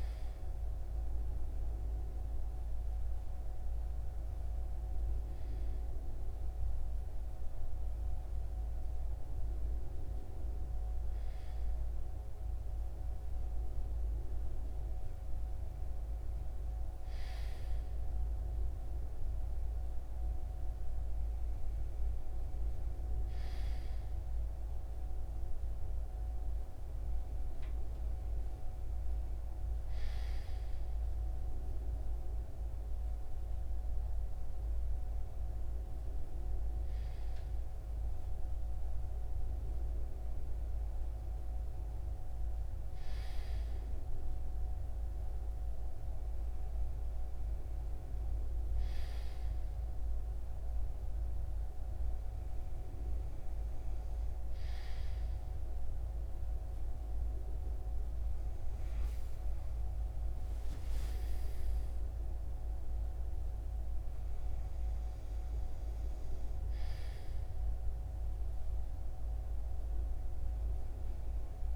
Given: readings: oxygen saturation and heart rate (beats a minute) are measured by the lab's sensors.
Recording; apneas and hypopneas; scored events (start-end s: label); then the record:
breathing in sleep, hard to hear, by a room microphone; none
none scored
From the record:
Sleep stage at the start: REM sleep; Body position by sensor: on the right side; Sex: male